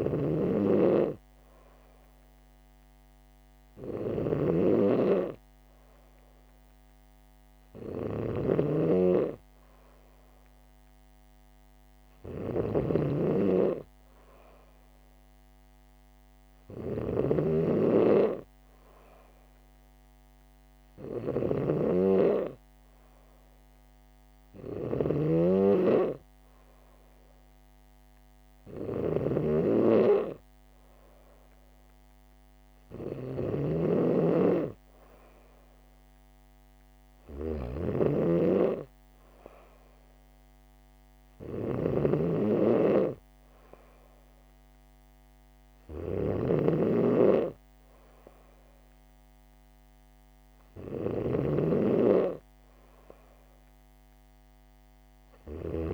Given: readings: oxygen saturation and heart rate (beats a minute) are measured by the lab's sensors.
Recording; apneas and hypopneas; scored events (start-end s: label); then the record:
breathing in sleep by a microphone on the trachea; none
0.00-55.94 s: snoring (device-marked)
From the record:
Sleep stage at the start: N3 (deep sleep); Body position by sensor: on the back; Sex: female